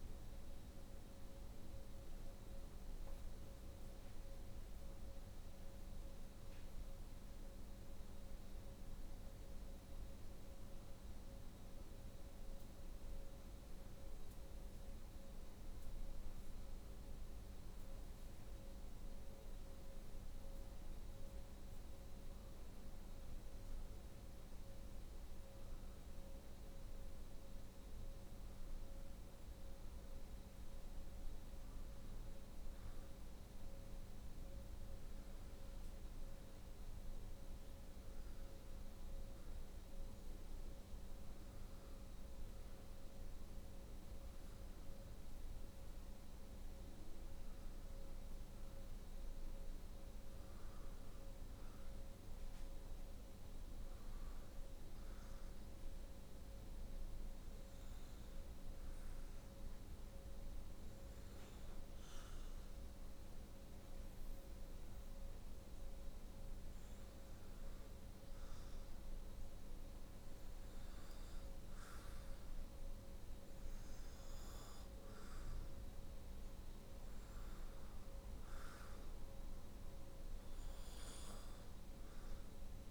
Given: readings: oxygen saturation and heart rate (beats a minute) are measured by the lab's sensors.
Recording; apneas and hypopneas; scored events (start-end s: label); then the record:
breathing in sleep, hard to hear, by a room microphone; 1
26.50-82.91 s: new sleep stage, N2 (light sleep)
42.00-46.00 s: arousal
48.50-63.50 s: hypopnea (oxygen 92% before, 87% lowest, heart rate 68 before, 66 extreme, up 2 after)
66.00-70.50 s: arousal
73.50-82.91 s: oxygen desaturation (device-marked, oxygen 92% before, 87% lowest, heart rate 67 before, 67 extreme)
From the record:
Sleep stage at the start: N1 (lightest sleep); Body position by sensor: on the right side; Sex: female